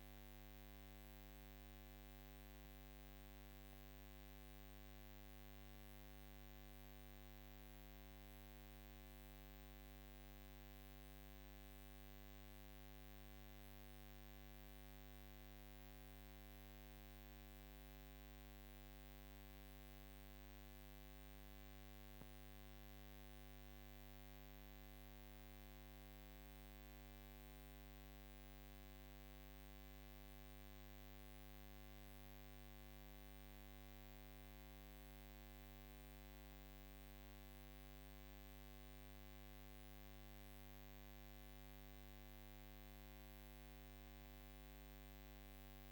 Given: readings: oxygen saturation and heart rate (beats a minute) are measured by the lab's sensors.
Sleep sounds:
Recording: breathing in sleep, hard to hear, by a microphone on the trachea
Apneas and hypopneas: none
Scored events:
none scored
From the record:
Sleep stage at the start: N2 (light sleep)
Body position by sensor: on the right side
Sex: female

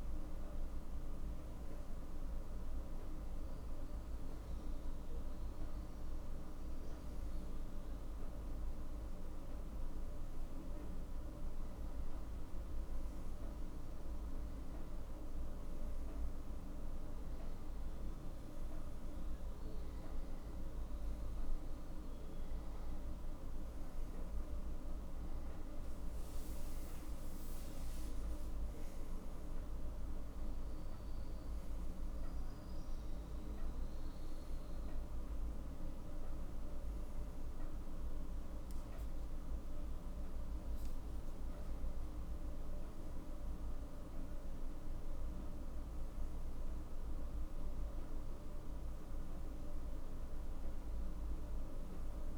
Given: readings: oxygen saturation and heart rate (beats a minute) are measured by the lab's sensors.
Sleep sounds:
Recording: breathing in sleep, hard to hear, by a room microphone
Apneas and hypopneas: none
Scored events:
27.50-32.00 s: arousal
From the record:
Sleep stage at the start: N2 (light sleep)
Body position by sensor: on the right side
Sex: male

